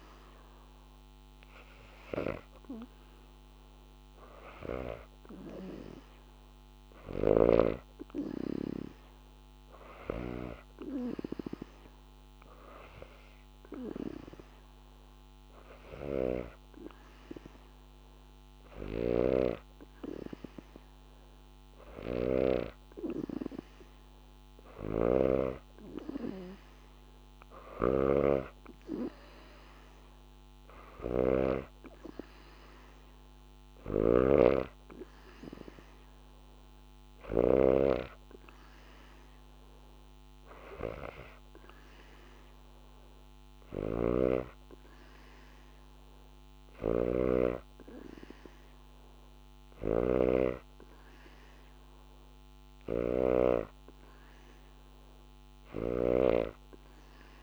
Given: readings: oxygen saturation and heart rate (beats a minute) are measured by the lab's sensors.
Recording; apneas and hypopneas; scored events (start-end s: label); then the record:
breathing in sleep by a microphone on the trachea; none
0.00-12.50 s: oxygen desaturation (device-marked, oxygen 91% lowest, heart rate 77 extreme)
18.50-37.50 s: snoring (device-marked)
43.50-56.00 s: snoring (device-marked)
From the record:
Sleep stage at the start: N2 (light sleep); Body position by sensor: on the back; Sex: female